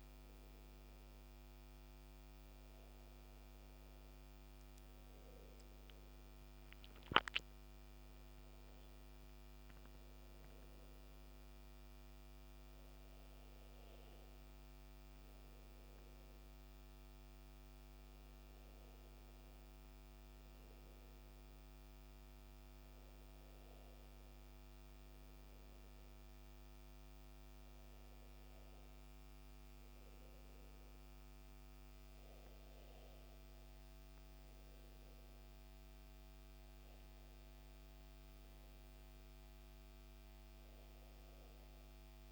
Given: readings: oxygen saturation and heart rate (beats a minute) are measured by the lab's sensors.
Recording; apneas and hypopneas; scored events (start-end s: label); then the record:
a person partly awake in a sleep study, hard to hear, by a microphone on the trachea; none
30.00-42.32 s: new sleep stage, awake
From the record:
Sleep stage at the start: N1 (lightest sleep); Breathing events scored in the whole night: 72 in 3.9 hours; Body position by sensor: on the back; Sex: male